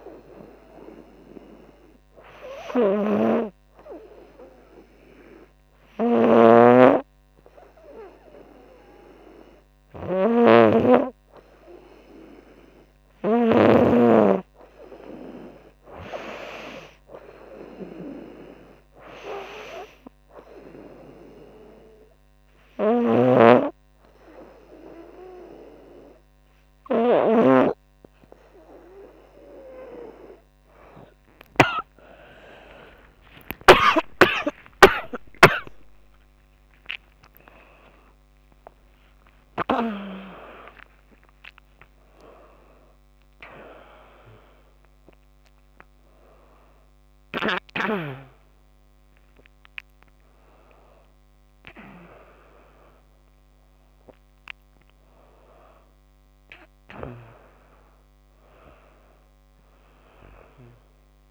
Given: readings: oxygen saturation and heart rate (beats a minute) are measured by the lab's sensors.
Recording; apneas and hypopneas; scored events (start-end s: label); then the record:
a person partly awake in a sleep study, by a microphone on the trachea; none
5.00-13.00 s: snoring (device-marked)
22.00-31.00 s: snoring (device-marked)
29.00-61.31 s: tachycardia (device-marked, heart rate 80 before, 140 extreme)
31.00-61.31 s: new sleep stage, awake
31.50-33.50 s: long interval between heartbeats (device-marked, heart rate 80 before, 91 extreme)
33.50-35.50 s: long interval between heartbeats (device-marked, heart rate 82 before, 123 extreme)
38.00-40.00 s: long interval between heartbeats (device-marked, heart rate 95 before, 128 extreme)
47.00-49.00 s: long interval between heartbeats (device-marked, heart rate 113 before, 126 extreme)
From the record:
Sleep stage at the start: N2 (light sleep); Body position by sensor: on the right side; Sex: female